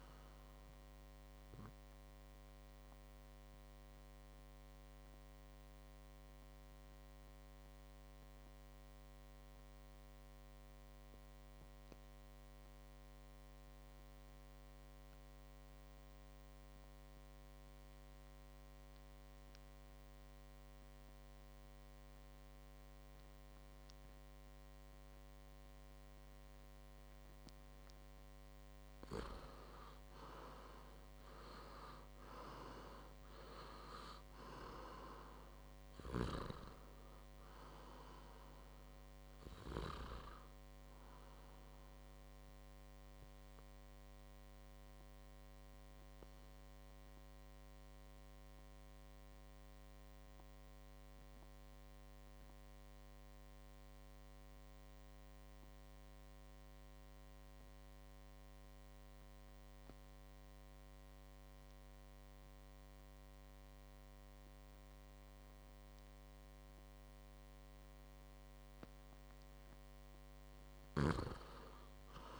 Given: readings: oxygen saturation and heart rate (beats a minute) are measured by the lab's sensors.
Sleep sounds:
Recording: breathing in sleep by a microphone on the trachea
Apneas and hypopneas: 2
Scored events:
0.00-14.50 s: oxygen desaturation (device-marked, oxygen 92% lowest, heart rate 54 extreme)
3.00-26.50 s: obstructive apnea (oxygen 99% before, 90% lowest, heart rate 58 before, 54 extreme, up 7 after)
25.50-49.50 s: oxygen desaturation (device-marked, oxygen 99% before, 90% lowest, heart rate 57 before, 55 extreme)
28.00-31.50 s: arousal
43.50-68.00 s: obstructive apnea (oxygen 99% before, 90% lowest, heart rate 61 before, 55 extreme, up 4 after)
68.50-72.40 s: oxygen desaturation (device-marked, oxygen 98% before, 90% lowest, heart rate 58 before, 56 extreme)
71.00-72.40 s: arousal
From the record:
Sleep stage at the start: N2 (light sleep)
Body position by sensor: on the back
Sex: male

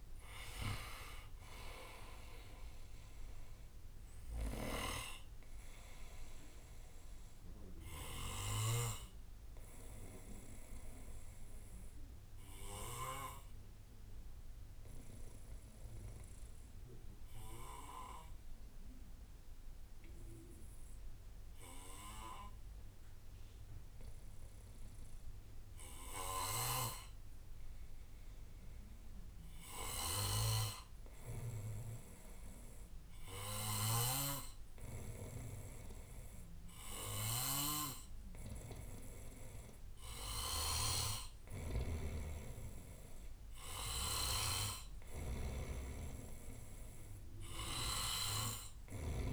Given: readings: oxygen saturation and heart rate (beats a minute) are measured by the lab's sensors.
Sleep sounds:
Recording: breathing in sleep by a room microphone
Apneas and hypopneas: 1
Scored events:
0.00-5.50 s: drop in pulse transit time (device-marked, heart rate 67 extreme)
8.50-10.50 s: bradycardia (device-marked, heart rate 63 before, 64 extreme)
9.50-28.50 s: obstructive apnea (oxygen 95% before, 90% lowest, heart rate 70 before, 58 extreme, up 9 after)
11.50-15.50 s: bradycardia (device-marked, heart rate 63 before, 59 extreme)
31.00-35.50 s: arousal
31.50-46.50 s: oxygen desaturation (device-marked, oxygen 98% before, 94% lowest, heart rate 61 before, 59 extreme)
33.50-40.50 s: snoring (device-marked)
From the record:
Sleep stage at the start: N2 (light sleep)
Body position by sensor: on the back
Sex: male

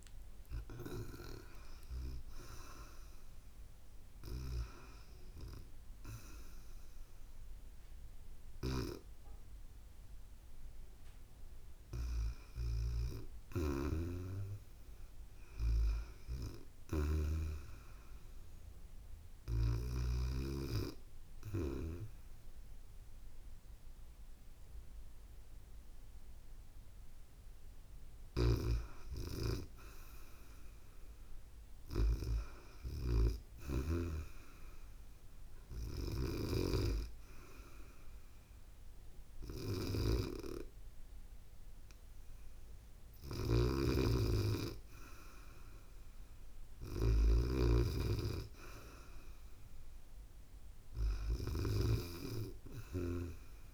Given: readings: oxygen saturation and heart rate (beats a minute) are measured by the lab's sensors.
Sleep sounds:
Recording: breathing in sleep by a room microphone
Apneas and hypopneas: 1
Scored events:
13.00-17.00 s: snoring (device-marked)
35.00-45.00 s: hypopnea (oxygen 96% before, 93% lowest, heart rate 75 before, 72 extreme, up 3 after)
43.00-51.50 s: snoring (device-marked)
46.50-49.00 s: arousal
From the record:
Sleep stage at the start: REM sleep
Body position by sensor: on the back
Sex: female

